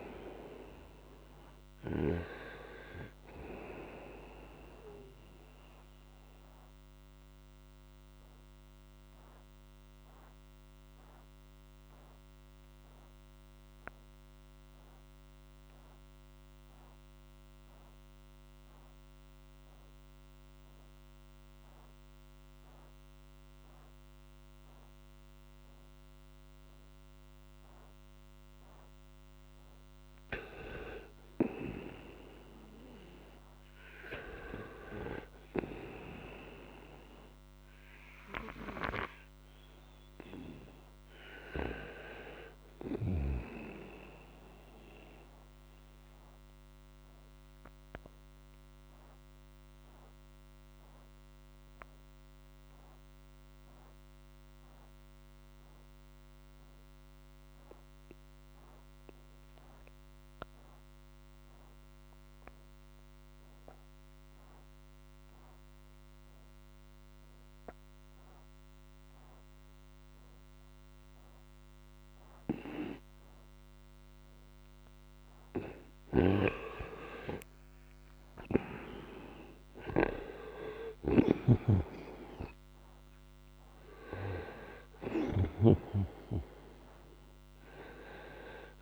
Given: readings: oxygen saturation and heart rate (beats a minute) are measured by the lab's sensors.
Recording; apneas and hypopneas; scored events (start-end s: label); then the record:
breathing in sleep by a microphone on the trachea; 2
0.00-2.00 s: snoring (device-marked)
0.00-22.50 s: oxygen desaturation (device-marked, oxygen 86% lowest, heart rate 58 extreme)
5.50-29.00 s: obstructive apnea (oxygen 97% before, 86% lowest, heart rate 70 before, 60 extreme, up 14 after)
31.00-35.50 s: arousal
38.50-60.50 s: oxygen desaturation (device-marked, oxygen 98% before, 93% lowest, heart rate 65 before, 59 extreme)
47.50-73.50 s: obstructive apnea (oxygen 98% before, 87% lowest, heart rate 67 before, 59 extreme, up 48 after)
73.50-88.82 s: oxygen desaturation (device-marked, oxygen 97% before, 87% lowest, heart rate 62 before, 60 extreme)
76.50-82.00 s: arousal
81.00-85.50 s: snoring (device-marked)
From the record:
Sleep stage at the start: N2 (light sleep); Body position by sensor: on the right side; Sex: male